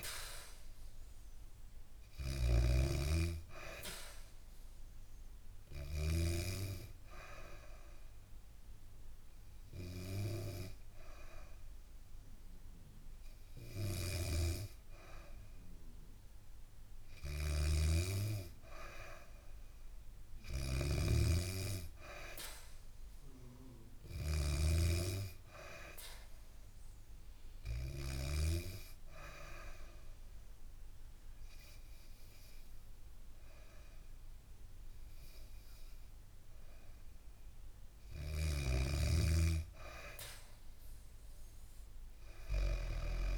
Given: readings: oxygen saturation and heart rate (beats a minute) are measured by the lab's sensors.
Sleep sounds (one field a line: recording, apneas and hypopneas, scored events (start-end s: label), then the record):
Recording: breathing in sleep by a room microphone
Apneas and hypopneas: 2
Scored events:
0.00-6.00 s: snoring (device-marked)
5.50-16.50 s: hypopnea (oxygen 96% before, 91% lowest, heart rate 70 before, 68 extreme, up 2 after)
17.00-28.00 s: snoring (device-marked)
19.50-22.00 s: arousal
29.00-39.00 s: obstructive apnea (oxygen 96% before, 91% lowest, heart rate 72 before, 66 extreme, up 1 after)
41.00-43.00 s: arousal
From the record:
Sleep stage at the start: N2 (light sleep)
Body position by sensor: on the back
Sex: female